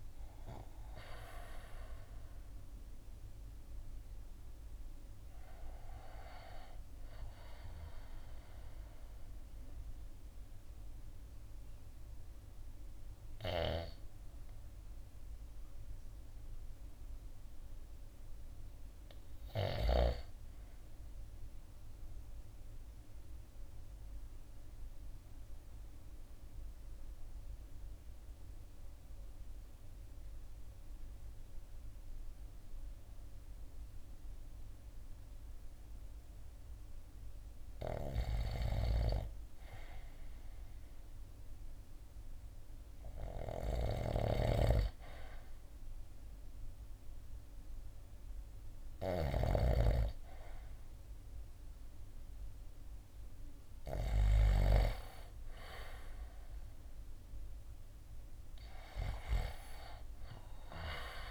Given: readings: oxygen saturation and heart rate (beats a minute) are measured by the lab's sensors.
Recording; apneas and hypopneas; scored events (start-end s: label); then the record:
breathing in sleep by a room microphone; 1
0.00-6.00 s: drop in pulse transit time (device-marked, heart rate 58 extreme)
0.00-21.00 s: oxygen desaturation (device-marked, oxygen 82% lowest, heart rate 52 extreme)
8.50-53.00 s: hypopnea (oxygen 98% before, 82% lowest, heart rate 67 before, 52 extreme, up 7 after)
35.00-61.31 s: oxygen desaturation (device-marked, oxygen 98% before, 84% lowest, heart rate 55 before, 51 extreme)
43.50-54.50 s: snoring (device-marked)
53.00-61.31 s: drop in pulse transit time (device-marked, heart rate 56 before, 59 extreme)
56.00-60.50 s: arousal
From the record:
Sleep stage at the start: REM sleep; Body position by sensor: on the right side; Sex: male